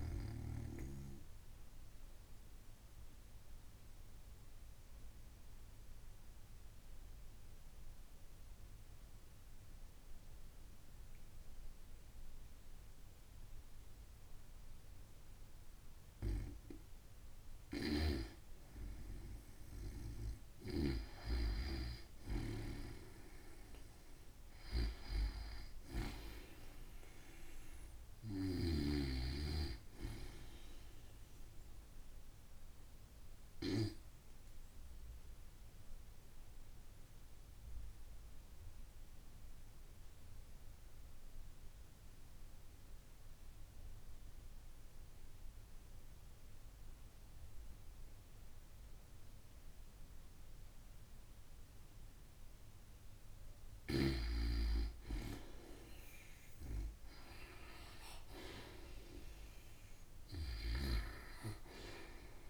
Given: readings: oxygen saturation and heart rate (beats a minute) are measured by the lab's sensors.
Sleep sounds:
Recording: breathing in sleep by a room microphone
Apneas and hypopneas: 2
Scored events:
0.00-4.50 s: oxygen desaturation (device-marked, oxygen 90% lowest, heart rate 58 extreme)
0.50-16.50 s: obstructive apnea (oxygen 95% before, 90% lowest, heart rate 88 before, 65 extreme, up 29 after)
20.00-24.50 s: arousal
26.50-48.50 s: oxygen desaturation (device-marked, oxygen 95% before, 90% lowest, heart rate 85 before, 65 extreme)
32.50-51.50 s: obstructive apnea (oxygen 96% before, 89% lowest, heart rate 84 before, 66 extreme, up 28 after)
56.00-61.50 s: arousal
60.00-62.49 s: snoring (device-marked)
From the record:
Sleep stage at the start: N2 (light sleep)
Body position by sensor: on the back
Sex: female

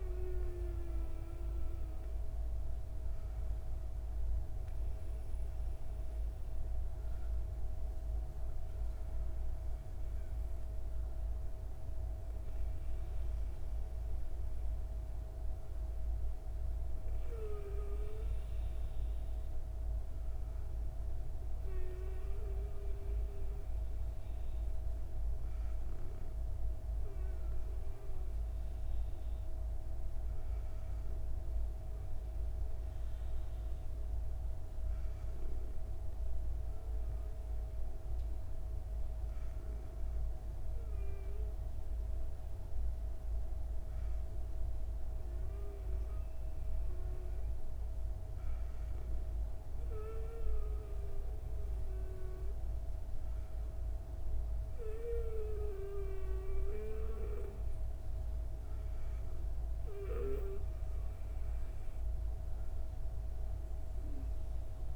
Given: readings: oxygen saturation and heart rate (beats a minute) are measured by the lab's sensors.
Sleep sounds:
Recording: breathing in sleep by a room microphone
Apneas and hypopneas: none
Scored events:
4.50-9.00 s: arousal
From the record:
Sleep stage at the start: N2 (light sleep)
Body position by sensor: on the back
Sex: female

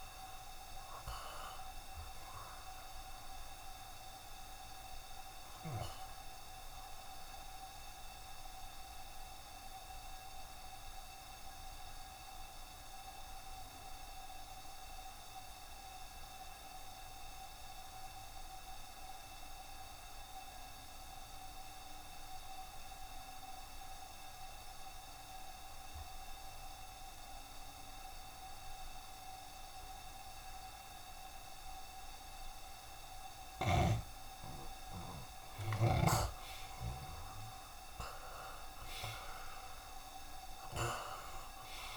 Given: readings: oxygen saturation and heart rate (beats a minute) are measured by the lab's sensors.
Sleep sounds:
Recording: breathing in sleep, hard to hear, by a room microphone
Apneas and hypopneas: 1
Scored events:
0.00-20.50 s: oxygen desaturation (device-marked, oxygen 70% lowest, heart rate 66 extreme)
7.00-32.00 s: obstructive apnea (oxygen 77% before, 70% lowest, heart rate 74 before, 66 extreme, up 7 after)
31.50-41.97 s: oxygen desaturation (device-marked, oxygen 95% before, 76% lowest, heart rate 67 before, 66 extreme)
36.00-40.50 s: arousal
From the record:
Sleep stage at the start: N2 (light sleep)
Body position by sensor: on the back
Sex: male

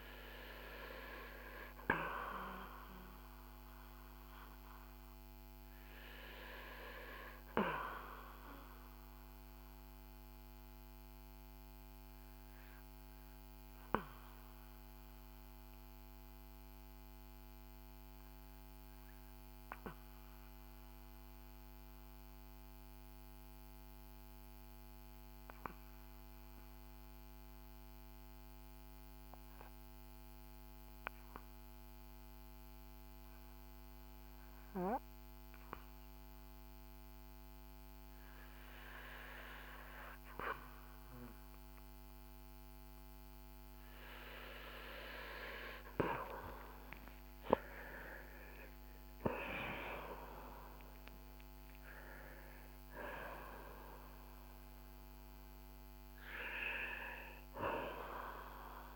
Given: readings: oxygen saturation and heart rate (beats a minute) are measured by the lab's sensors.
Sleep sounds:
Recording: breathing in sleep by a microphone on the trachea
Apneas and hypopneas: 1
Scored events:
0.00-32.00 s: oxygen desaturation (device-marked, oxygen 82% lowest, heart rate 49 extreme)
8.50-42.00 s: obstructive apnea (oxygen 96% before, 81% lowest, heart rate 60 before, 49 extreme, up 13 after)
45.00-51.00 s: arousal
45.00-58.96 s: oxygen desaturation (device-marked, oxygen 92% before, 81% lowest, heart rate 57 before, 39 extreme)
From the record:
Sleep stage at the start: REM sleep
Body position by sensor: on the back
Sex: male

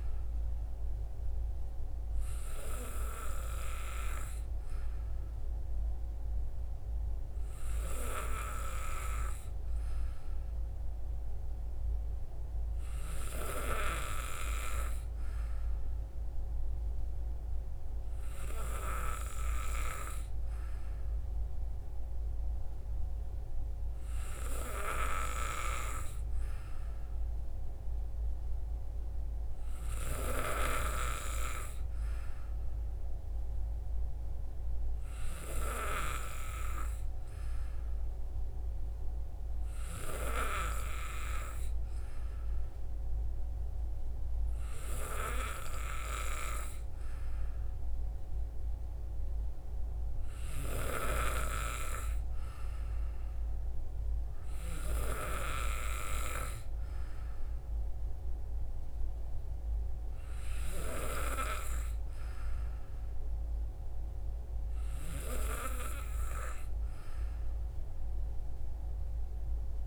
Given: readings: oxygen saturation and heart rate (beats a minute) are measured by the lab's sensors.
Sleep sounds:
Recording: breathing in sleep by a room microphone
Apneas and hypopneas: none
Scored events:
none scored
From the record:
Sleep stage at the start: N2 (light sleep)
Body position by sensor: on the back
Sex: male

